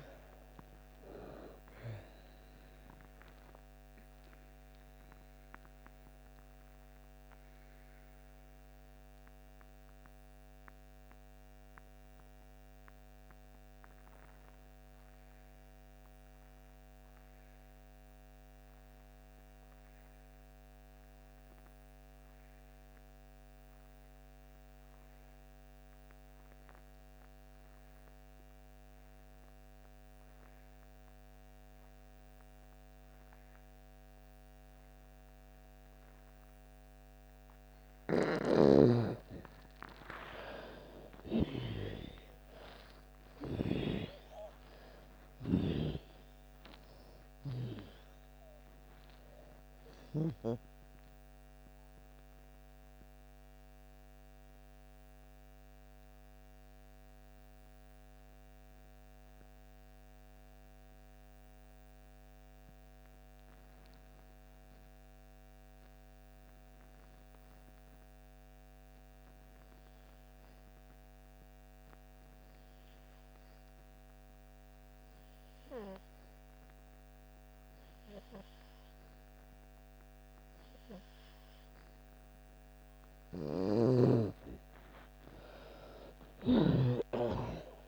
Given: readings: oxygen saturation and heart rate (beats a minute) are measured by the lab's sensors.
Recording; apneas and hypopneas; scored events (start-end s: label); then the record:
breathing in sleep by a microphone on the trachea; 2
0.00-20.50 s: oxygen desaturation (device-marked, oxygen 79% lowest)
3.00-38.00 s: mixed apnea (oxygen 98% before, 75% lowest)
25.50-69.50 s: oxygen desaturation (device-marked, oxygen 98% before, 75% lowest)
39.50-43.50 s: arousal
50.00-83.00 s: mixed apnea (oxygen 98% before, 75% lowest)
74.50-87.88 s: oxygen desaturation (device-marked, oxygen 99% before, 81% lowest)
83.00-86.50 s: snoring (device-marked)
85.50-87.88 s: arousal
From the record:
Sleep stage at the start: N2 (light sleep); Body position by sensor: on the back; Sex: female